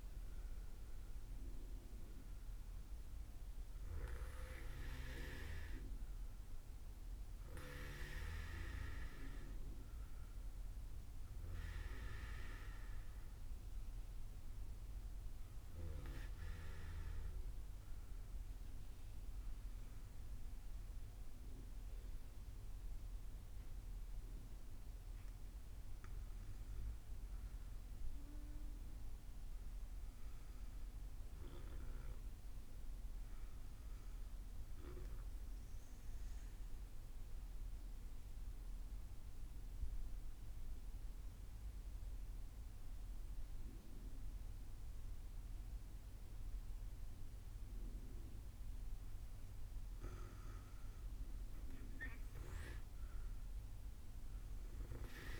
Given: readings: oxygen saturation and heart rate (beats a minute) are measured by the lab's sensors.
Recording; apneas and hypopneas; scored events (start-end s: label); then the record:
breathing in sleep by a room microphone; 1
0.00-2.50 s: arousal
19.00-55.40 s: new sleep stage, REM sleep
35.00-49.00 s: obstructive apnea (oxygen 98% before, 95% lowest, heart rate 63 before, 58 extreme, up 13 after)
50.00-55.40 s: arousal
From the record:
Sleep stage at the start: N2 (light sleep); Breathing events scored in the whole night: 143 in 6.8 hours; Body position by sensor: on the back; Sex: female